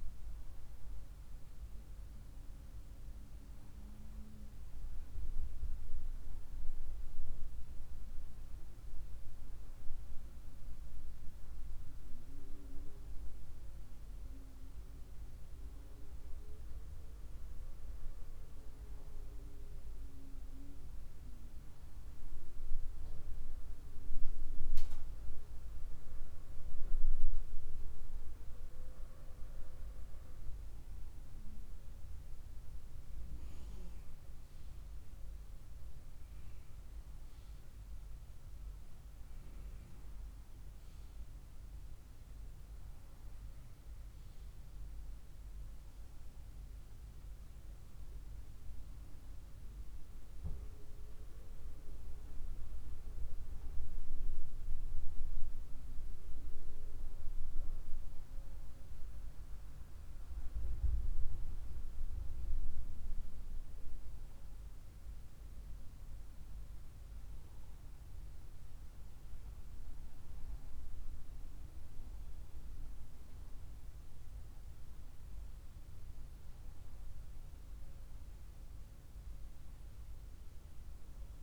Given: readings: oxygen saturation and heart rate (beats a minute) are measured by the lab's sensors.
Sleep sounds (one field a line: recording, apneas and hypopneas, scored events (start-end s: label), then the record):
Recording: breathing in sleep, hard to hear, by a room microphone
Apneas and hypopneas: none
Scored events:
none scored
From the record:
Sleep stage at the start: N1 (lightest sleep)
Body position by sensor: on the right side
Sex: female